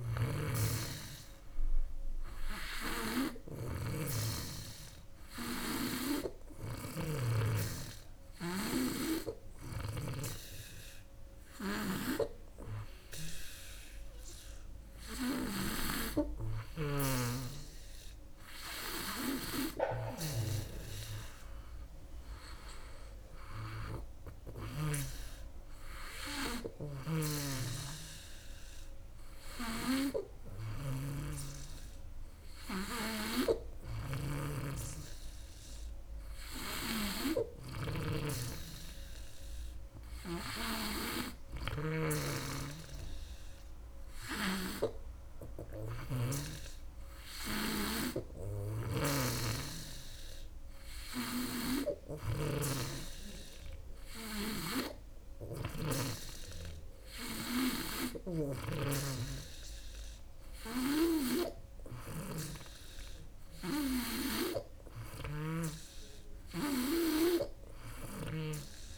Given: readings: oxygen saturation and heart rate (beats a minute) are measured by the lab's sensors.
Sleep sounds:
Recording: breathing in sleep by a room microphone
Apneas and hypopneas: none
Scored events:
0.00-10.00 s: snoring (device-marked)
16.00-24.50 s: snoring (device-marked)
26.50-52.00 s: snoring (device-marked)
54.00-65.50 s: snoring (device-marked)
67.50-68.98 s: snoring (device-marked)
From the record:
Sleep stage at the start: N2 (light sleep)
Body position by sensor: on the back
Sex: female

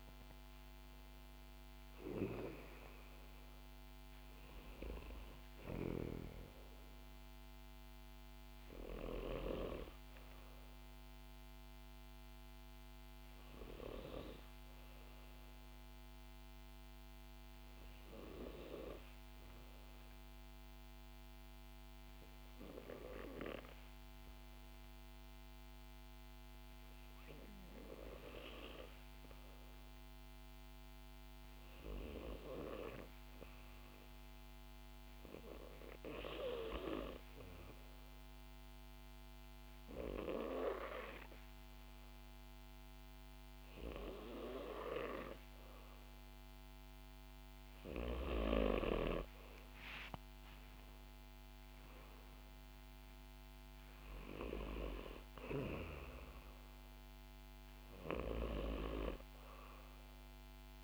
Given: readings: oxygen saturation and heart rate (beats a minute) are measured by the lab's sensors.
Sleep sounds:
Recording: breathing in sleep by a microphone on the trachea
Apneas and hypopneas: 1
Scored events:
0.00-19.00 s: oxygen desaturation (device-marked, oxygen 84% lowest, heart rate 59 extreme)
16.00-30.00 s: obstructive apnea (oxygen 94% before, 92% lowest, heart rate 67 before, 59 extreme, up 7 after)
29.50-31.50 s: long interval between heartbeats (device-marked, heart rate 63 before, 70 extreme)
31.50-35.50 s: arousal
39.00-60.83 s: oxygen desaturation (device-marked, oxygen 96% before, 92% lowest, heart rate 64 before, 60 extreme)
From the record:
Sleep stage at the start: N2 (light sleep)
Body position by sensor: on the back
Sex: female

